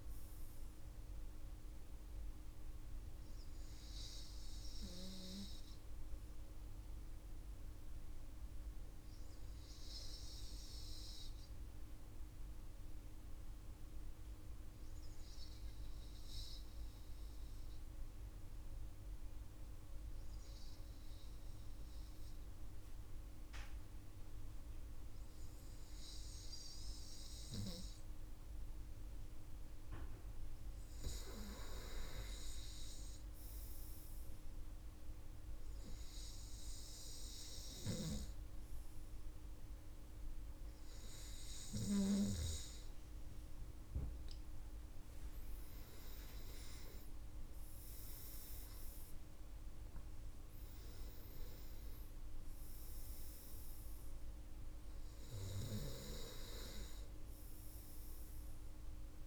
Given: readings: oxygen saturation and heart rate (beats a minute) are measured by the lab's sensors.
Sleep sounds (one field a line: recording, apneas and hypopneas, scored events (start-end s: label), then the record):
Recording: breathing in sleep by a room microphone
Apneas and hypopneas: 1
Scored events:
5.00-28.50 s: obstructive apnea (oxygen 96% before, 95% lowest, heart rate 63 before, 58 extreme, up 4 after)
45.50-50.50 s: arousal
From the record:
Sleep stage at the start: REM sleep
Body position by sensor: on the front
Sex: male